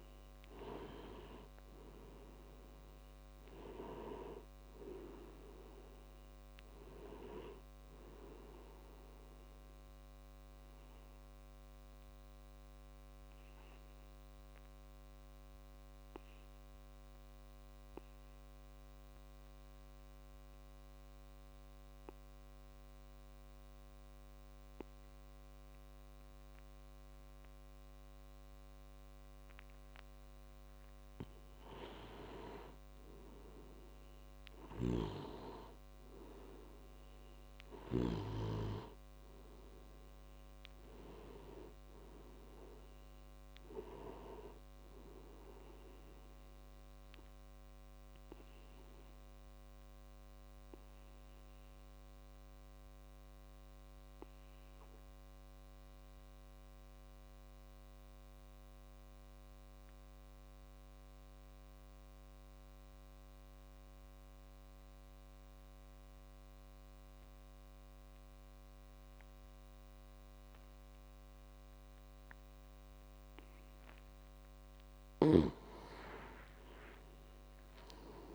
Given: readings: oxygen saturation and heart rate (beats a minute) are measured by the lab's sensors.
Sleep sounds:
breathing in sleep by a microphone on the trachea; 2
0.00-21.00 s: oxygen desaturation (device-marked, oxygen 96% before, 91% lowest)
10.50-30.50 s: obstructive apnea (oxygen 98% before, 91% lowest)
32.00-59.00 s: oxygen desaturation (device-marked, oxygen 98% before, 91% lowest)
33.00-38.00 s: arousal
34.50-38.00 s: snoring (device-marked)
47.50-73.00 s: obstructive apnea (oxygen 98% before, 89% lowest)
74.00-78.34 s: oxygen desaturation (device-marked, oxygen 97% before, 89% lowest)
75.00-78.34 s: arousal
From the record:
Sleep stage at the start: N2 (light sleep); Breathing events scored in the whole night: 298 in 4.2 hours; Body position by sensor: on the back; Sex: male

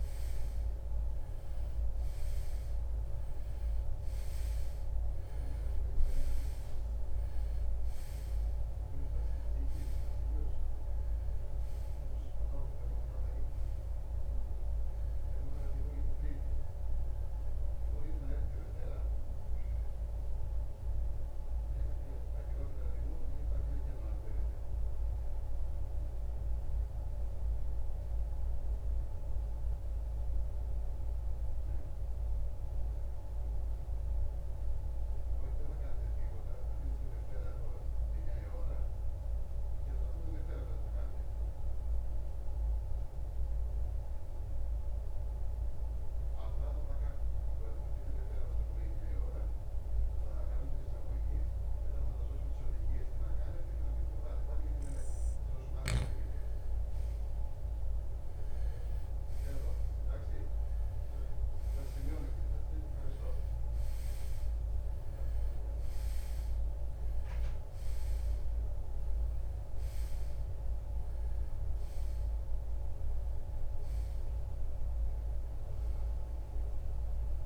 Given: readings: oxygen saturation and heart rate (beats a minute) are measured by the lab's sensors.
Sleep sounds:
breathing in sleep, hard to hear, by a room microphone; 1
8.50-44.50 s: oxygen desaturation (device-marked, oxygen 95% before, 84% lowest, heart rate 65 before, 50 extreme)
30.00-55.00 s: mixed apnea (oxygen 95% before, 84% lowest, heart rate 74 before, 50 extreme, up 17 after)
56.00-60.50 s: arousal
66.50-77.46 s: oxygen desaturation (device-marked, oxygen 97% before, 85% lowest, heart rate 59 before, 56 extreme)
From the record:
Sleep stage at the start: REM sleep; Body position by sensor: on the right side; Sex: male

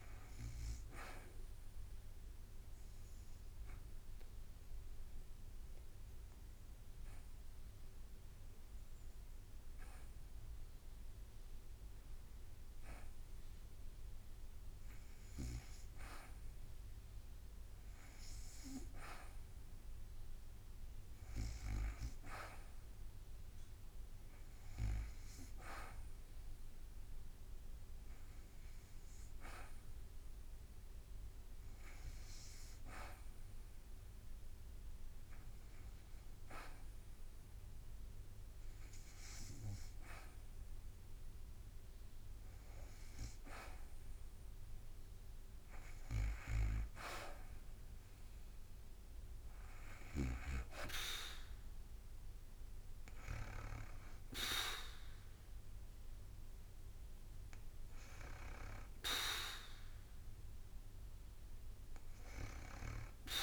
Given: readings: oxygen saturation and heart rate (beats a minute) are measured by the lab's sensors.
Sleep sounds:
breathing in sleep by a room microphone; 1
0.00-25.50 s: oxygen desaturation (device-marked, oxygen 79% lowest, heart rate 54 extreme)
2.00-13.50 s: hypopnea (oxygen 97% before, 79% lowest, heart rate 56 before, 56 extreme, up 0 after)
8.50-22.50 s: drop in pulse transit time (device-marked, heart rate 58 before, 56 extreme)
16.00-19.50 s: arousal
27.50-39.50 s: oxygen desaturation (device-marked, oxygen 91% before, 86% lowest, heart rate 57 before, 59 extreme)
55.50-63.42 s: drop in pulse transit time (device-marked, heart rate 59 before, 60 extreme)
From the record:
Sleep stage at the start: N2 (light sleep); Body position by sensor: on the back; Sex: female

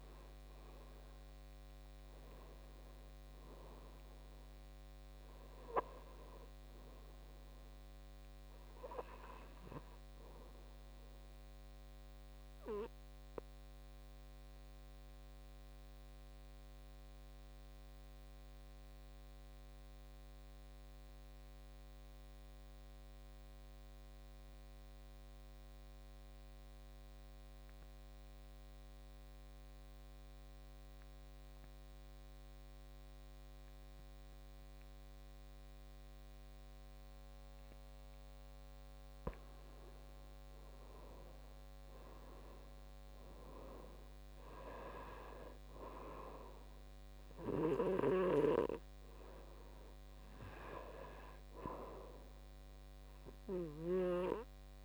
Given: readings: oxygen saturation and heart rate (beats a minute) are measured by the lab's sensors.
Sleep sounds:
breathing in sleep by a microphone on the trachea; 1
0.00-16.50 s: oxygen desaturation (device-marked, oxygen 83% lowest, heart rate 51 extreme)
12.00-38.00 s: obstructive apnea (oxygen 98% before, 83% lowest, heart rate 65 before, 51 extreme, up 13 after)
38.50-54.85 s: oxygen desaturation (device-marked, oxygen 98% before, 83% lowest, heart rate 55 before, 57 extreme)
39.50-42.50 s: arousal
From the record:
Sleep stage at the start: N2 (light sleep); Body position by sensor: on the back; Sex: male

